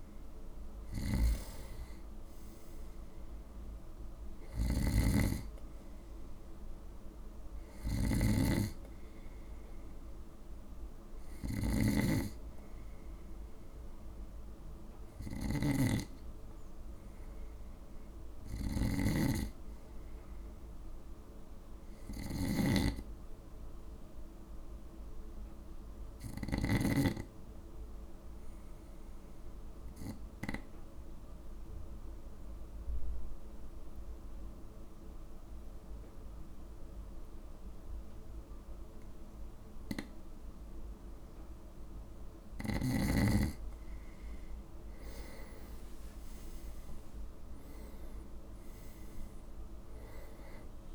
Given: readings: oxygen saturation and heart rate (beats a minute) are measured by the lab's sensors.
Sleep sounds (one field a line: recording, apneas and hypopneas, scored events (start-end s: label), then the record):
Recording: breathing in sleep by a room microphone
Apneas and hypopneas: 1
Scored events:
1.00-26.50 s: snoring (device-marked)
24.50-27.50 s: arousal
29.00-42.50 s: obstructive apnea (oxygen 96% before, 93% lowest, heart rate 56 before, 54 extreme, up 10 after)
44.50-48.00 s: arousal
From the record:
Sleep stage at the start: N2 (light sleep)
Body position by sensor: on the right side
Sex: male